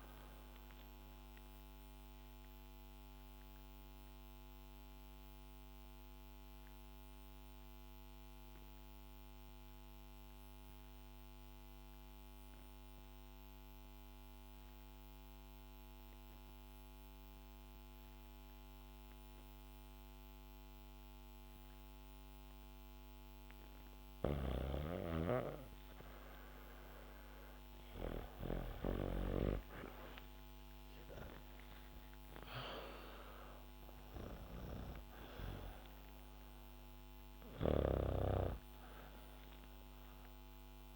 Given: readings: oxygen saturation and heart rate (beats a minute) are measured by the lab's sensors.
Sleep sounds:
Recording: breathing in sleep by a microphone on the trachea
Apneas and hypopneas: 1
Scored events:
2.00-23.50 s: obstructive apnea (oxygen 99% before, 88% lowest, heart rate 76 before, 67 extreme, up 5 after)
21.50-40.96 s: oxygen desaturation (device-marked, oxygen 98% before, 88% lowest, heart rate 69 before, 69 extreme)
23.50-29.00 s: snoring (device-marked)
28.50-33.00 s: arousal
37.00-40.96 s: snoring (device-marked)
From the record:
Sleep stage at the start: REM sleep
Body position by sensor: on the back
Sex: female

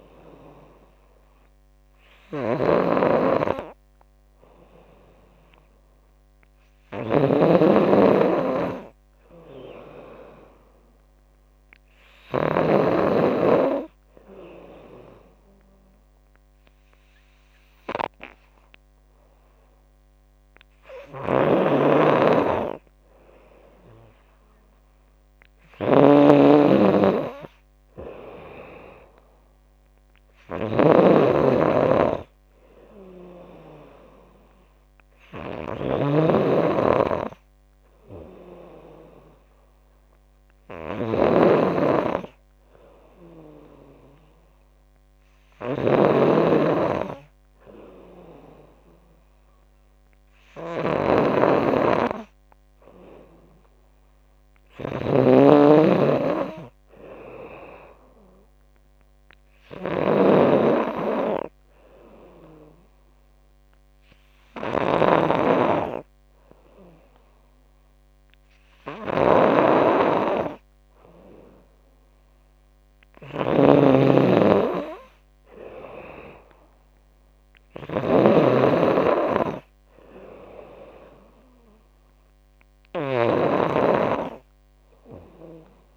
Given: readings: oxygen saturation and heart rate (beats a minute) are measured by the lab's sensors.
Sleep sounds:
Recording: breathing in sleep by a microphone on the trachea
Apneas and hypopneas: 1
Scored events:
0.00-13.00 s: snoring (device-marked)
21.00-85.97 s: snoring (device-marked)
27.50-39.50 s: drop in pulse transit time (device-marked, heart rate 80 before, 74 extreme)
31.50-45.50 s: oxygen desaturation (device-marked, oxygen 94% before, 89% lowest, heart rate 80 before, 72 extreme)
47.00-50.00 s: arousal
60.50-72.00 s: hypopnea (oxygen 95% before, 90% lowest, heart rate 79 before, 74 extreme, up 5 after)
73.50-76.50 s: arousal
75.50-85.97 s: drop in pulse transit time (device-marked, heart rate 83 before, 77 extreme)
78.50-85.97 s: oxygen desaturation (device-marked, oxygen 94% before, 90% lowest, heart rate 83 before, 74 extreme)
From the record:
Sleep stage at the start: N2 (light sleep)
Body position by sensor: on the back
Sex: female

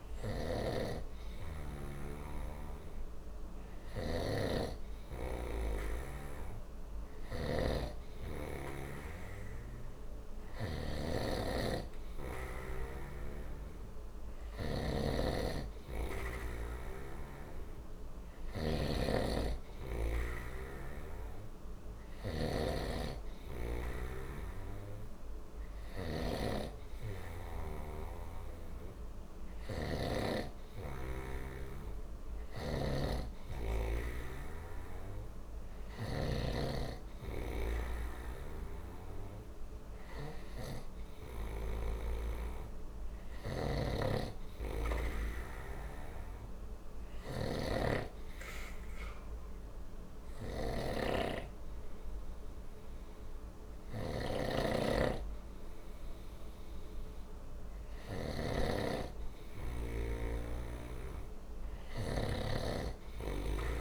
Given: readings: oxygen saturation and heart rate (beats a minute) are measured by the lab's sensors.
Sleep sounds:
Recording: breathing in sleep by a room microphone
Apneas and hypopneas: none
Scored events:
3.50-36.00 s: snoring (device-marked)
43.00-63.81 s: snoring (device-marked)
From the record:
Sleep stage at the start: N2 (light sleep)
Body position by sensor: on the right side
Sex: male

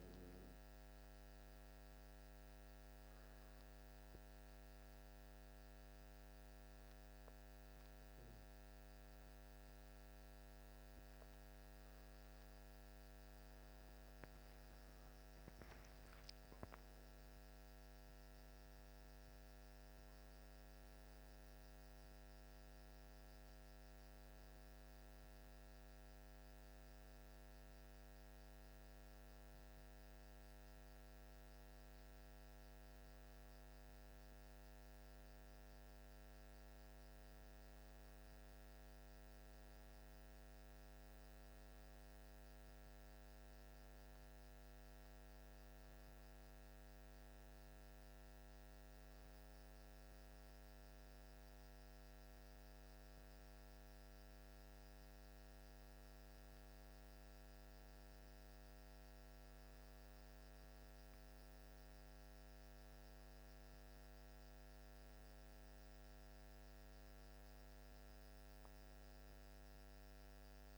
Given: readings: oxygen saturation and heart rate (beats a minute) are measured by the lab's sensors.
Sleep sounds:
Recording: breathing in sleep, hard to hear, by a microphone on the trachea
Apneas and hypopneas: none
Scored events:
none scored
From the record:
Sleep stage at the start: N1 (lightest sleep)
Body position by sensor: on the back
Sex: male

